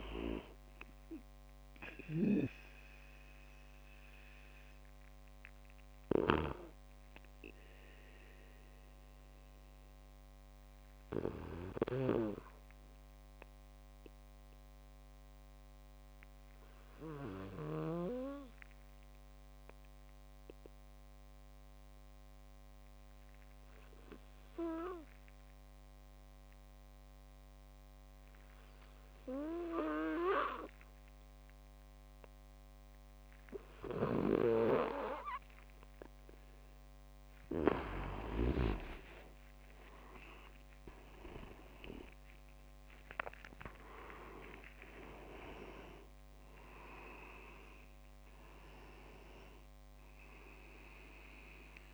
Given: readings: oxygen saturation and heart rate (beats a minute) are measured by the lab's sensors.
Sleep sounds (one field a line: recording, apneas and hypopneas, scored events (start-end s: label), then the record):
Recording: breathing in sleep by a microphone on the trachea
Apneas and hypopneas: 1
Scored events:
0.00-7.00 s: oxygen desaturation (device-marked, oxygen 94% lowest)
6.00-18.00 s: snoring (device-marked)
14.50-35.00 s: hypopnea (oxygen 97% before, 92% lowest)
34.00-39.00 s: snoring (device-marked)
35.00-51.94 s: oxygen desaturation (device-marked, oxygen 98% before, 92% lowest)
39.00-45.50 s: arousal
39.50-48.00 s: leg movement (device-marked)
From the record:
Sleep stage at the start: N2 (light sleep)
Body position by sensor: on the back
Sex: male